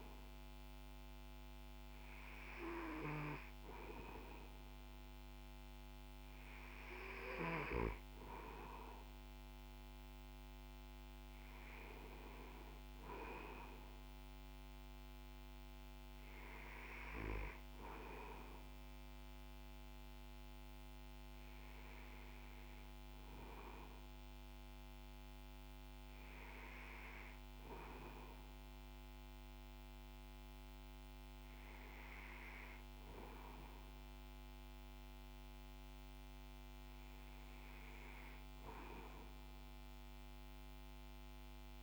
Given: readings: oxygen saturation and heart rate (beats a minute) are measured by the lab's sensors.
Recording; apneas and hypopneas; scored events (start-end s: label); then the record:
breathing in sleep by a microphone on the trachea; none
none scored
From the record:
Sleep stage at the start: REM sleep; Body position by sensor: on the back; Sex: male